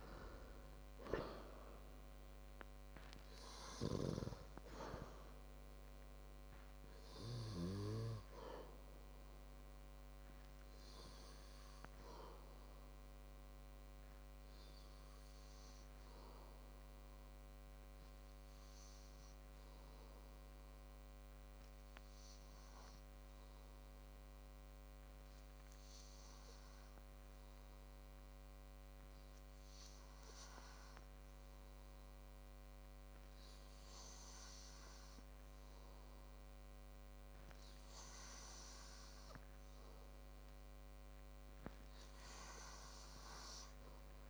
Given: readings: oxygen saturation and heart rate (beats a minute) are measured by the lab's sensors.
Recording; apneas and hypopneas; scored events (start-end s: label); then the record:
breathing in sleep by a microphone on the trachea; 1
11.50-40.00 s: hypopnea (oxygen 98% before, 92% lowest, heart rate 62 before, 49 extreme, up 10 after)
21.50-38.50 s: oxygen desaturation (device-marked, oxygen 96% before, 92% lowest, heart rate 60 before, 53 extreme)
From the record:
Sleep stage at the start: N2 (light sleep); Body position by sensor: on the back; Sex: male